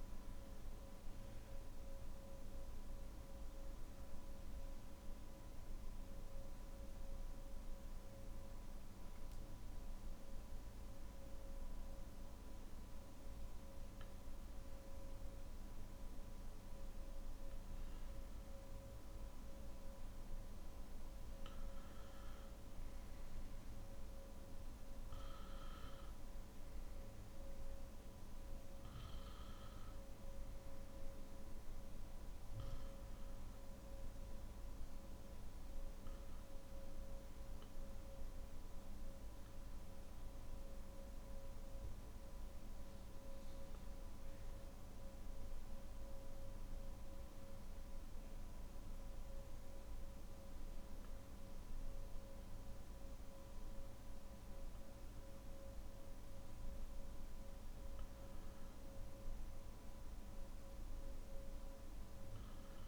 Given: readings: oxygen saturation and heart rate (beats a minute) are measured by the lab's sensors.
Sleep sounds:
breathing in sleep, hard to hear, by a room microphone; none
none scored
From the record:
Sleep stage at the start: N3 (deep sleep); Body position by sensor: on the back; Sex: male

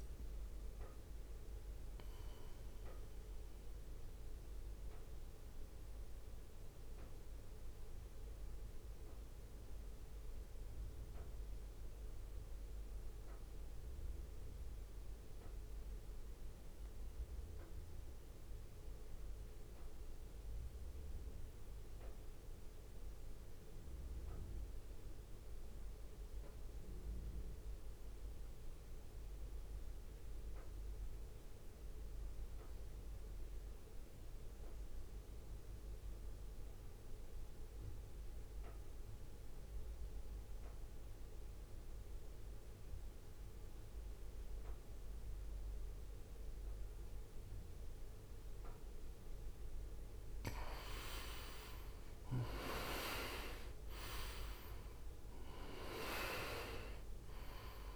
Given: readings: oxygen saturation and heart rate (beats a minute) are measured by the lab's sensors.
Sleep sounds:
breathing in sleep by a room microphone; 1
0.00-3.00 s: oxygen desaturation (device-marked, oxygen 90% lowest, heart rate 54 extreme)
0.00-6.00 s: drop in pulse transit time (device-marked, heart rate 54 extreme)
1.00-49.50 s: mixed apnea (oxygen 99% before, 80% lowest, heart rate 60 before, 49 extreme, up 14 after)
15.00-32.00 s: oxygen desaturation (device-marked, oxygen 90% before, 84% lowest, heart rate 60 before, 49 extreme)
42.00-57.96 s: oxygen desaturation (device-marked, oxygen 99% before, 80% lowest, heart rate 58 before, 49 extreme)
51.50-55.50 s: arousal
54.00-57.96 s: drop in pulse transit time (device-marked, heart rate 54 before, 58 extreme)
From the record:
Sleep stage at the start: REM sleep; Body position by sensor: on the right side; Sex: male

